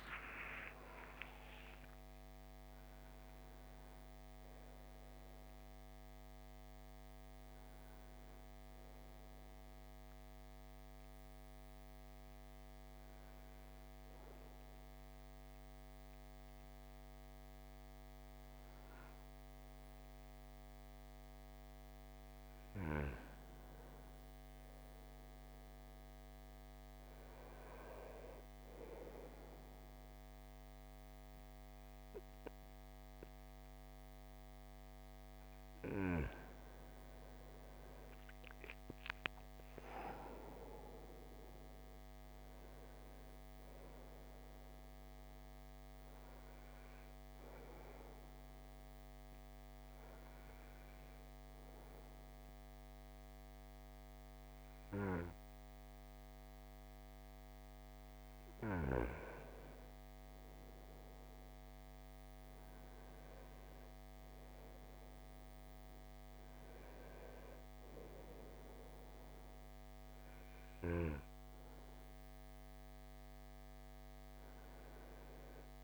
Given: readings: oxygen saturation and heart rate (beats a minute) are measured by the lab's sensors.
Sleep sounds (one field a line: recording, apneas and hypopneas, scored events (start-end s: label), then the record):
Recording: breathing in sleep by a microphone on the trachea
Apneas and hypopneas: 2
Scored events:
0.00-13.00 s: oxygen desaturation (device-marked, oxygen 90% lowest, heart rate 55 extreme)
10.00-21.50 s: obstructive apnea (oxygen 96% before, 92% lowest, heart rate 86 before, 55 extreme, up 5 after)
23.50-28.00 s: arousal
31.00-44.00 s: oxygen desaturation (device-marked, oxygen 97% before, 93% lowest, heart rate 57 before, 53 extreme)
47.00-58.50 s: obstructive apnea (oxygen 97% before, 92% lowest, heart rate 60 before, 53 extreme, up 6 after)
63.00-66.50 s: arousal
From the record:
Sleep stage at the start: N2 (light sleep)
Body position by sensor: on the right side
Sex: male